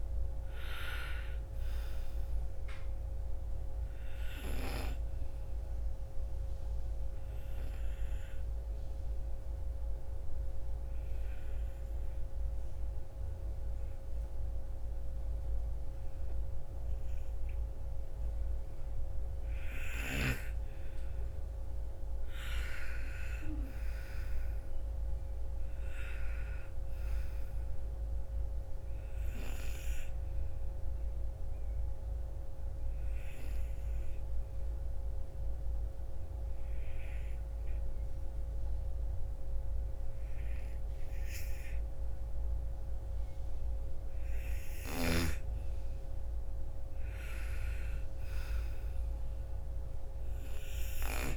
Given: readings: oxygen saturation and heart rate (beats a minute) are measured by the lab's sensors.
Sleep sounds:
breathing in sleep by a room microphone; 2
0.00-14.50 s: oxygen desaturation (device-marked, oxygen 91% lowest, heart rate 47 extreme)
5.00-18.50 s: obstructive apnea (oxygen 98% before, 91% lowest, heart rate 62 before, 47 extreme, up 19 after)
20.00-23.00 s: arousal
24.50-39.50 s: oxygen desaturation (device-marked, oxygen 97% before, 92% lowest, heart rate 57 before, 57 extreme)
30.50-43.00 s: obstructive apnea (oxygen 97% before, 87% lowest, heart rate 57 before, 57 extreme, up 7 after)
45.50-49.50 s: arousal
48.50-51.36 s: oxygen desaturation (device-marked, oxygen 97% before, 92% lowest, heart rate 61 before, 46 extreme)
From the record:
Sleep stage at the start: N2 (light sleep); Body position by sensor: on the right side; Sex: female

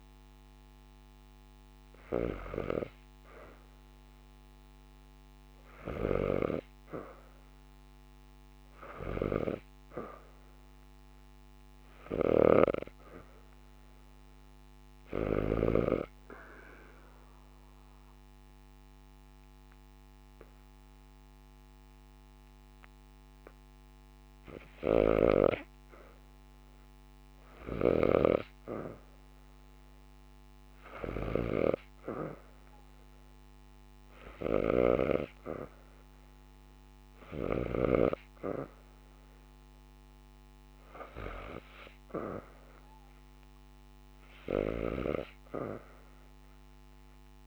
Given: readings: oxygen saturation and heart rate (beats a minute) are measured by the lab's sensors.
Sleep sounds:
breathing in sleep by a microphone on the trachea; 1
0.00-1.00 s: oxygen desaturation (device-marked, oxygen 90% before, 87% lowest, heart rate 77 before, 77 extreme)
5.50-15.50 s: snoring (device-marked)
15.00-25.00 s: obstructive apnea (oxygen 90% before, 82% lowest, heart rate 78 before, 77 extreme, up 2 after)
24.50-37.50 s: snoring (device-marked)
27.00-29.50 s: arousal
41.00-47.47 s: oxygen desaturation (device-marked, oxygen 91% before, 82% lowest, heart rate 80 before, 79 extreme)
From the record:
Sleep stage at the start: REM sleep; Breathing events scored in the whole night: 164 in 5.3 hours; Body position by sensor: on the back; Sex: female

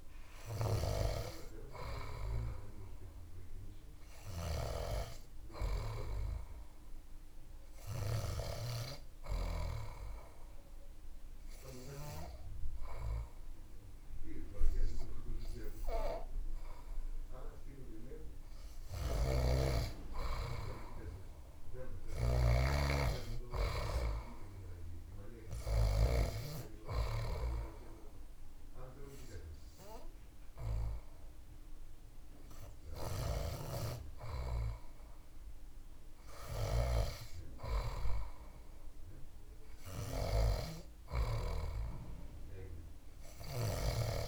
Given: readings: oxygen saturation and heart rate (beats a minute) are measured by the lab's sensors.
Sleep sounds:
breathing in sleep by a room microphone; 1
0.50-3.50 s: arousal
7.00-18.00 s: hypopnea (oxygen 98% before, 96% lowest)
18.50-22.00 s: snoring (device-marked)
19.50-22.50 s: arousal
From the record:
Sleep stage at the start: N2 (light sleep); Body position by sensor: on the back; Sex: male

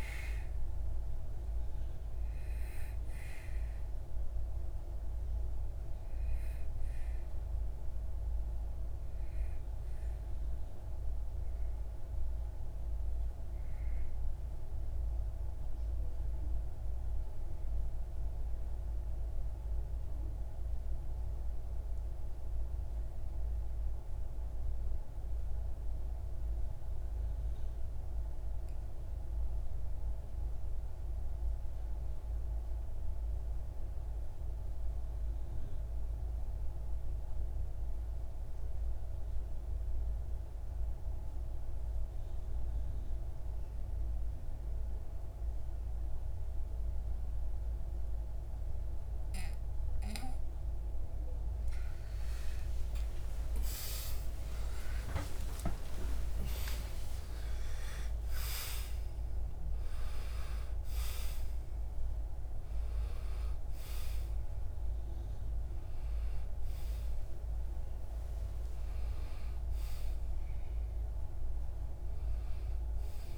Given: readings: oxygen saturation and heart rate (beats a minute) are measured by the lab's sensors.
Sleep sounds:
breathing in sleep by a room microphone; 1
0.00-19.00 s: oxygen desaturation (device-marked, oxygen 92% lowest)
8.50-48.00 s: obstructive apnea (oxygen 96% before, 88% lowest)
40.00-71.00 s: oxygen desaturation (device-marked, oxygen 97% before, 88% lowest)
51.00-56.50 s: arousal
From the record:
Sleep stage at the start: N2 (light sleep); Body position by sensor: on the back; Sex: male

